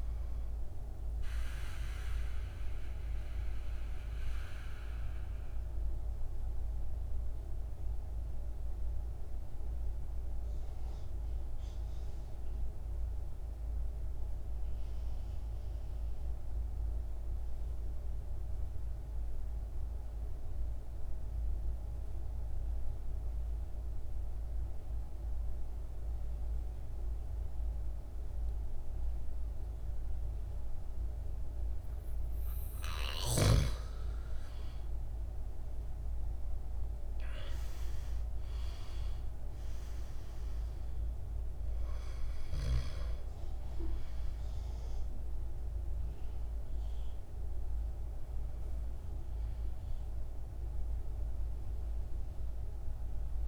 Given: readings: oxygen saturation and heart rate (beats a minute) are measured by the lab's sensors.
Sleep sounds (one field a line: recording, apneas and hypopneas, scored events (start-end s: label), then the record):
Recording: breathing in sleep, hard to hear, by a room microphone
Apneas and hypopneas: 1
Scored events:
0.00-14.50 s: oxygen desaturation (device-marked, oxygen 80% lowest, heart rate 53 extreme)
1.00-32.00 s: mixed apnea (oxygen 99% before, 80% lowest, heart rate 64 before, 53 extreme, up 18 after)
26.50-53.48 s: oxygen desaturation (device-marked, oxygen 100% before, 81% lowest, heart rate 55 before, 52 extreme)
35.50-40.00 s: arousal
From the record:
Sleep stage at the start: N2 (light sleep)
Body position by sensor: on the back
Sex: male